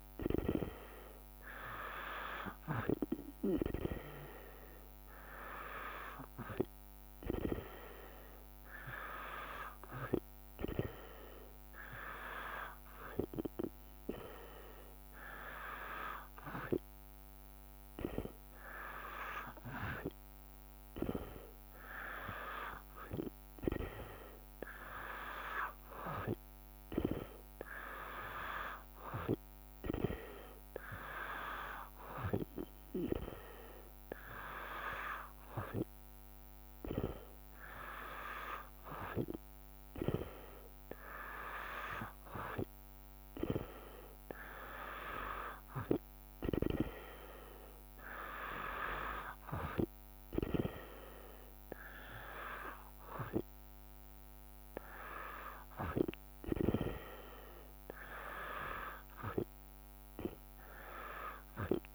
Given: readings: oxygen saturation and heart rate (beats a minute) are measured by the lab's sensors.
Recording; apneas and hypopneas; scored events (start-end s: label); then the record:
breathing in sleep by a microphone on the trachea; none
none scored
From the record:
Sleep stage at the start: N2 (light sleep); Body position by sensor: on the back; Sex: female